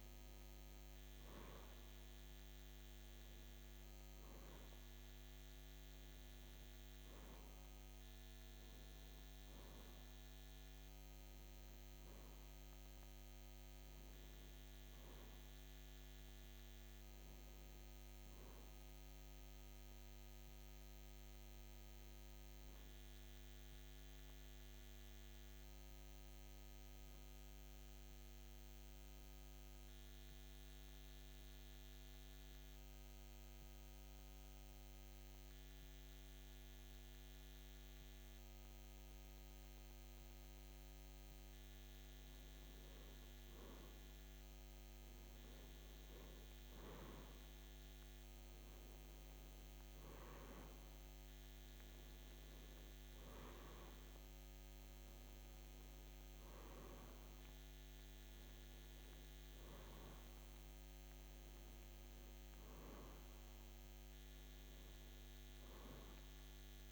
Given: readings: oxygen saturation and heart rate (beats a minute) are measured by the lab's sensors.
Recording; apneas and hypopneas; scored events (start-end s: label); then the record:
breathing in sleep, hard to hear, by a microphone on the trachea; 1
3.50-25.50 s: oxygen desaturation (device-marked, oxygen 94% before, 90% lowest, heart rate 56 before, 54 extreme)
15.50-19.00 s: arousal
21.50-41.00 s: obstructive apnea (oxygen 94% before, 88% lowest, heart rate 56 before, 54 extreme, up 1 after)
43.50-48.50 s: arousal
From the record:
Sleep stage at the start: REM sleep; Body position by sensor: on the back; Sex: male